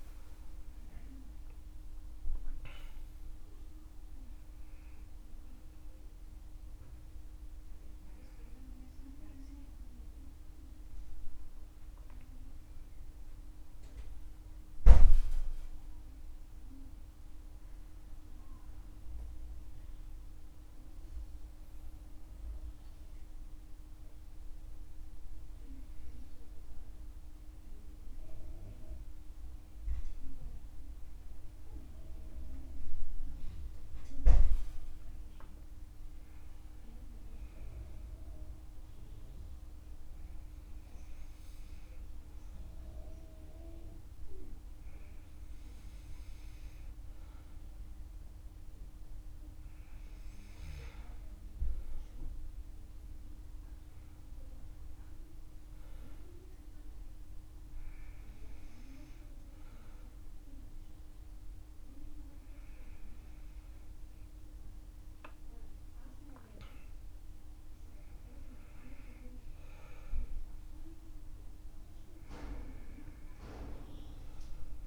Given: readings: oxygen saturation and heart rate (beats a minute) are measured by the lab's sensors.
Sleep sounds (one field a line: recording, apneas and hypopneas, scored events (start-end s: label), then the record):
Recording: a person partly awake in a sleep study, by a room microphone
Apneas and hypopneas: none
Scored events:
35.00-74.87 s: new sleep stage, N2 (light sleep)
From the record:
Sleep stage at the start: awake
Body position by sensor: on the back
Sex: male